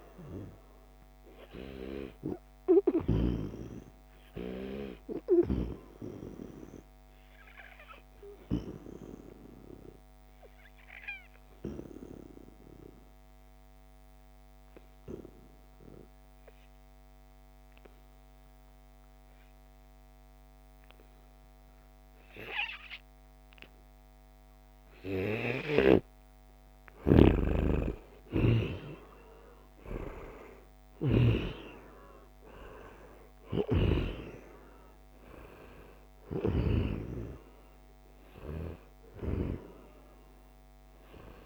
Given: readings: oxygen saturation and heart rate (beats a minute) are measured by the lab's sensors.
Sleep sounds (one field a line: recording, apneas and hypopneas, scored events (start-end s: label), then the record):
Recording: breathing in sleep by a microphone on the trachea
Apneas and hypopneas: 1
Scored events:
0.00-10.50 s: oxygen desaturation (device-marked, oxygen 88% lowest, heart rate 73 extreme)
2.50-4.50 s: long interval between heartbeats (device-marked, heart rate 80 before, 93 extreme)
5.00-26.00 s: obstructive apnea (oxygen 93% before, 87% lowest, heart rate 82 before, 73 extreme, up 2 after)
24.50-41.46 s: oxygen desaturation (device-marked, oxygen 95% before, 87% lowest, heart rate 81 before, 71 extreme)
27.00-31.50 s: snoring (device-marked)
27.50-30.00 s: arousal
From the record:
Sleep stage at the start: N2 (light sleep)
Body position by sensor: on the right side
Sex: male